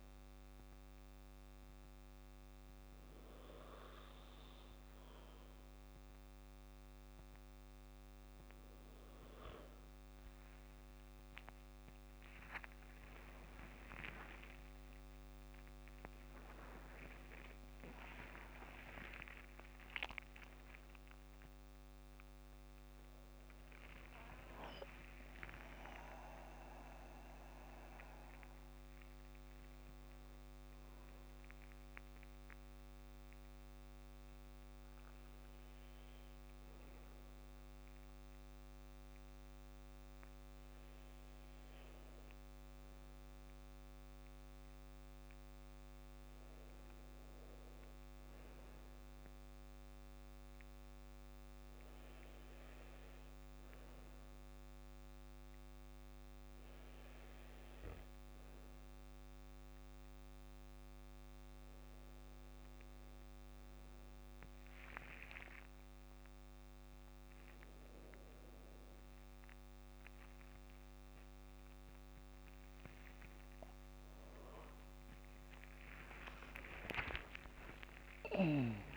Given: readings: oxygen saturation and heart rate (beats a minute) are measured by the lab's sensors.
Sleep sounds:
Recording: breathing in sleep by a microphone on the trachea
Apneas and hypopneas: none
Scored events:
18.00-20.00 s: long interval between heartbeats (device-marked, heart rate 57 before, 83 extreme)
19.00-23.50 s: arousal
65.50-78.97 s: new sleep stage, N1 (lightest sleep)
67.50-69.50 s: long interval between heartbeats (device-marked, heart rate 54 before, 75 extreme)
70.50-72.50 s: long interval between heartbeats (device-marked, heart rate 58 before, 79 extreme)
72.50-78.97 s: tachycardia (device-marked, heart rate 56 before, 144 extreme)
75.50-78.97 s: arousal
77.50-78.97 s: long interval between heartbeats (device-marked, heart rate 71 before, 140 extreme)
From the record:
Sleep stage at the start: N2 (light sleep)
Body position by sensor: on the back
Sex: male

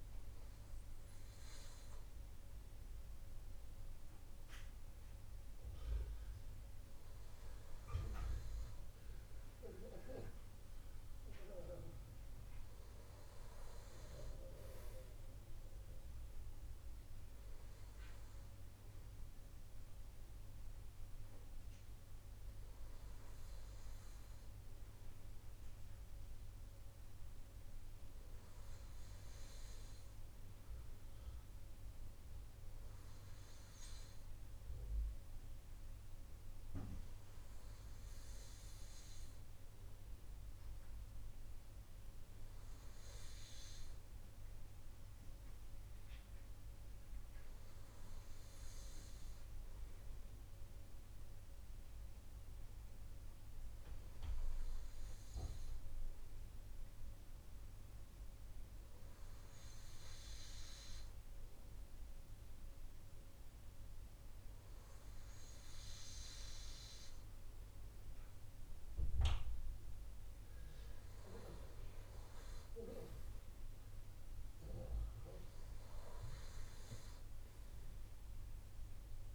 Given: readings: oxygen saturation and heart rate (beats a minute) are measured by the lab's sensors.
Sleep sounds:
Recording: breathing in sleep by a room microphone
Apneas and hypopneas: none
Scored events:
none scored
From the record:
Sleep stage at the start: N2 (light sleep)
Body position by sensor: on the right side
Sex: male

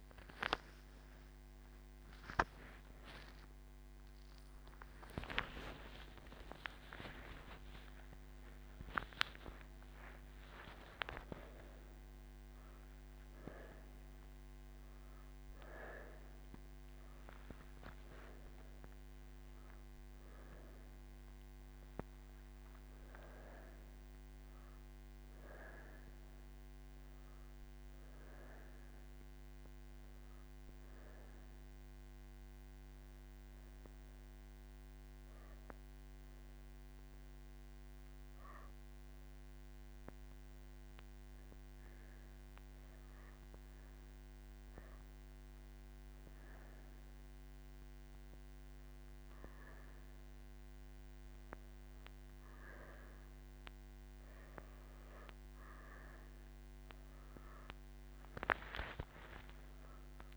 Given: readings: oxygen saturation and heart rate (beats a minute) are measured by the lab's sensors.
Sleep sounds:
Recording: breathing in sleep by a microphone on the trachea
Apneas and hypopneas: 1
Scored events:
33.50-44.50 s: obstructive apnea (oxygen 97% before, 94% lowest)
From the record:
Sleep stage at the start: N1 (lightest sleep)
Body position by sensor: on the right side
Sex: female

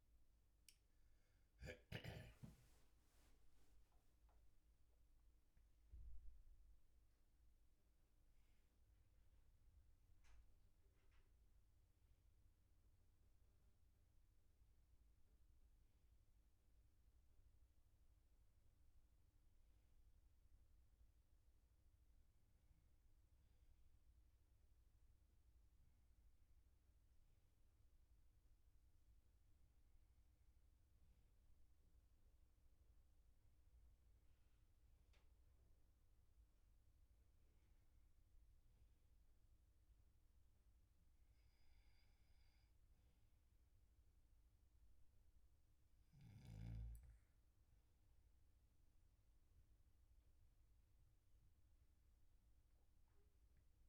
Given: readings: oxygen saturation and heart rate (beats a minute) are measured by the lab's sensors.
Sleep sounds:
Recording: a person partly awake in a sleep study, hard to hear, by a room microphone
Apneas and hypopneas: none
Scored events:
6.50-36.50 s: new sleep stage, N1 (lightest sleep)
36.50-53.89 s: new sleep stage, N2 (light sleep)
From the record:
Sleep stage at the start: awake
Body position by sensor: on the back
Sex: male

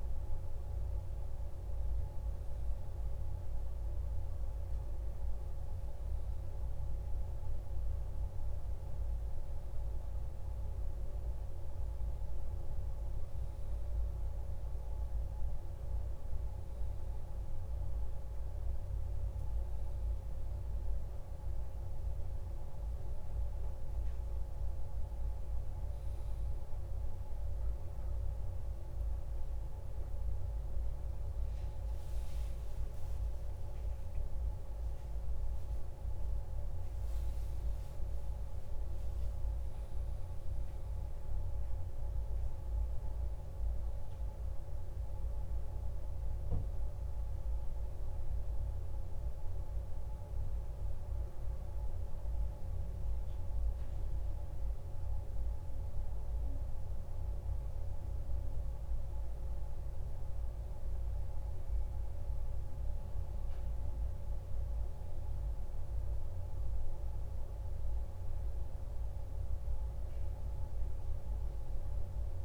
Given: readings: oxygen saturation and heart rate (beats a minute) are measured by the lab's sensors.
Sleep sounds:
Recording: breathing in sleep, hard to hear, by a room microphone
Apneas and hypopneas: none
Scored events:
30.50-35.00 s: arousal
From the record:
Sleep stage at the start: N1 (lightest sleep)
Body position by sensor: on the back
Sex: male

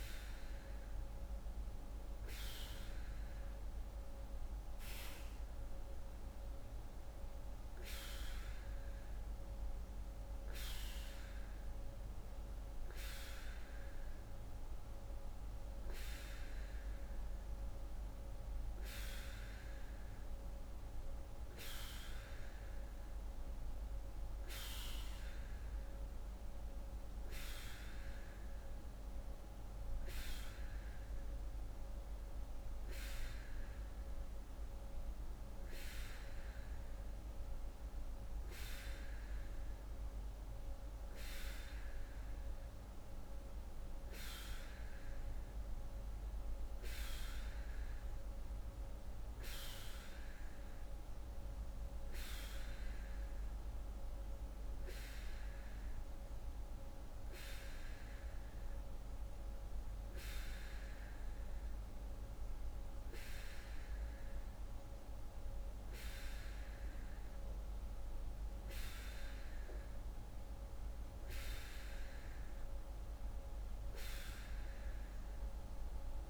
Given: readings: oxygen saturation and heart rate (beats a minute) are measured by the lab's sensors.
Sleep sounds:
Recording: breathing in sleep by a room microphone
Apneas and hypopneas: none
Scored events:
none scored
From the record:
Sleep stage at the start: N2 (light sleep)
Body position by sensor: on the right side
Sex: female

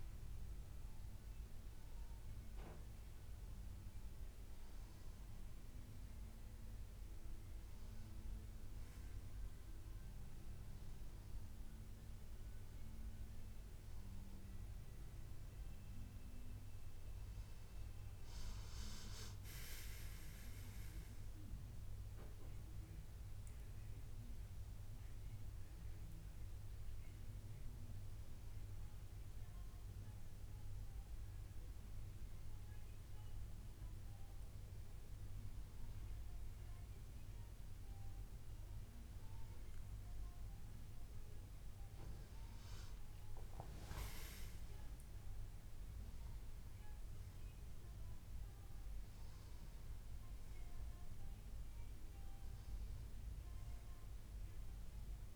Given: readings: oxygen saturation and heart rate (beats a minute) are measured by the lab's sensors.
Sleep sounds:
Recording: breathing in sleep, hard to hear, by a room microphone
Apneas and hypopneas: none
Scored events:
1.50-55.36 s: new sleep stage, N1 (lightest sleep)
From the record:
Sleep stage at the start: N2 (light sleep)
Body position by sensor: on the back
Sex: male

